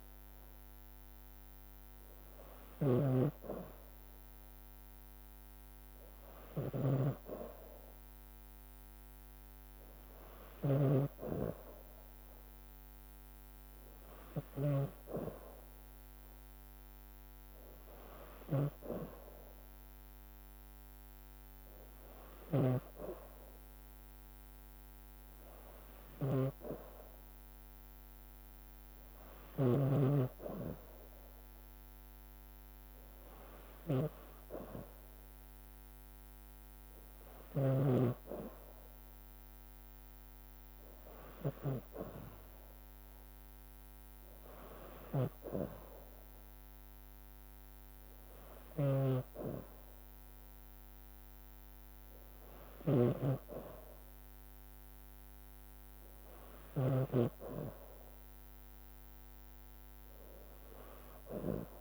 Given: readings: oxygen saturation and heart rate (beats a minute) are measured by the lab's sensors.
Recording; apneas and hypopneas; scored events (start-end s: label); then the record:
breathing in sleep by a microphone on the trachea; none
0.00-30.00 s: snoring (device-marked)
45.00-57.00 s: snoring (device-marked)
45.00-61.81 s: drop in pulse transit time (device-marked, heart rate 56 before, 56 extreme)
From the record:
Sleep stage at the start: N2 (light sleep); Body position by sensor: on the back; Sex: female